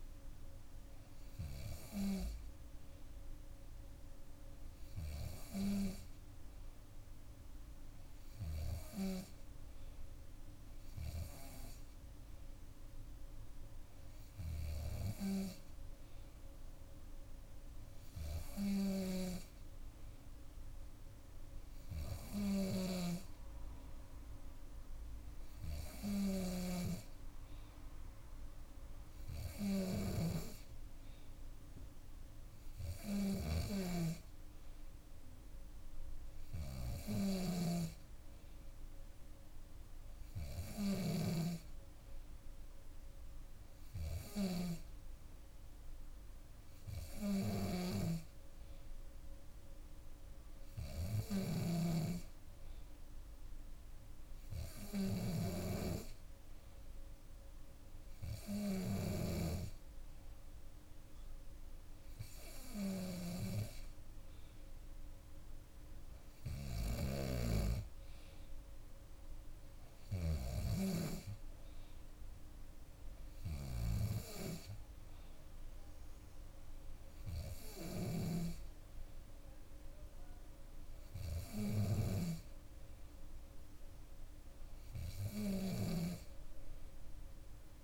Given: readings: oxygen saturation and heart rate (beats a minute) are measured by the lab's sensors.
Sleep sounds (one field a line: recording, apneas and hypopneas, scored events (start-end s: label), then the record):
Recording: breathing in sleep by a room microphone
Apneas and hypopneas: none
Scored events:
18.50-71.00 s: snoring (device-marked)
77.50-86.00 s: snoring (device-marked)
From the record:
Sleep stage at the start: N2 (light sleep)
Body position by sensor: on the back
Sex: female